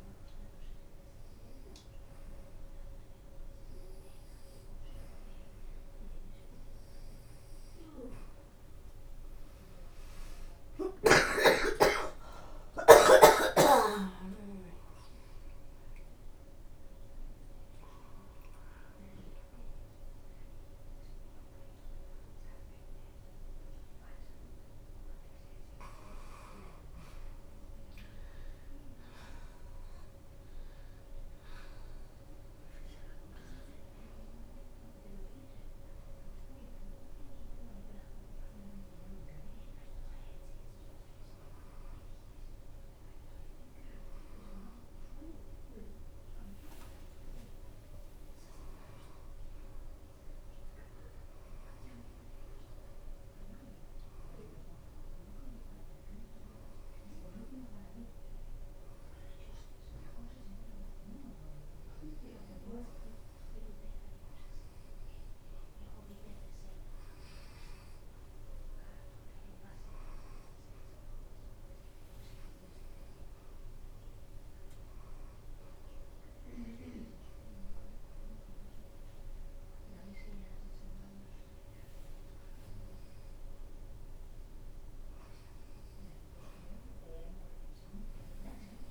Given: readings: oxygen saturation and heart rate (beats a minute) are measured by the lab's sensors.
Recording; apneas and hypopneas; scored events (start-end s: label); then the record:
breathing in sleep by a room microphone; none
0.00-9.50 s: oxygen desaturation (device-marked, oxygen 88% lowest)
11.50-13.50 s: long interval between heartbeats (device-marked, heart rate 95 before, 101 extreme)
12.50-17.50 s: arousal
20.50-28.50 s: oxygen desaturation (device-marked, oxygen 91% before, 87% lowest)
22.50-25.50 s: drop in pulse transit time (device-marked, heart rate 99 before, 101 extreme)
23.50-43.50 s: bradycardia (device-marked)
28.50-30.50 s: long interval between heartbeats (device-marked)
29.50-32.50 s: drop in pulse transit time (device-marked)
38.50-45.50 s: oxygen desaturation (device-marked, oxygen 93% before, 88% lowest)
41.50-43.50 s: long interval between heartbeats (device-marked)
43.50-45.50 s: long interval between heartbeats (device-marked)
44.50-48.50 s: bradycardia (device-marked)
44.50-55.50 s: drop in pulse transit time (device-marked)
50.00-52.00 s: long interval between heartbeats (device-marked)
54.00-56.00 s: long interval between heartbeats (device-marked, heart rate 33 before, 89 extreme)
56.50-59.50 s: bradycardia (device-marked, heart rate 90 before, 61 extreme)
69.50-71.50 s: long interval between heartbeats (device-marked, heart rate 72 before, 96 extreme)
71.50-74.50 s: bradycardia (device-marked, heart rate 89 before, 70 extreme)
73.50-84.50 s: oxygen desaturation (device-marked, oxygen 91% before, 88% lowest)
74.50-85.50 s: drop in pulse transit time (device-marked, heart rate 75 before, 46 extreme)
75.00-77.00 s: long interval between heartbeats (device-marked, heart rate 75 before, 46 extreme)
80.50-82.50 s: long interval between heartbeats (device-marked, heart rate 75 before, 92 extreme)
82.50-84.50 s: long interval between heartbeats (device-marked, heart rate 79 before, 105 extreme)
85.50-88.91 s: bradycardia (device-marked)
From the record:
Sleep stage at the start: N2 (light sleep); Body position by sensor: upright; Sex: female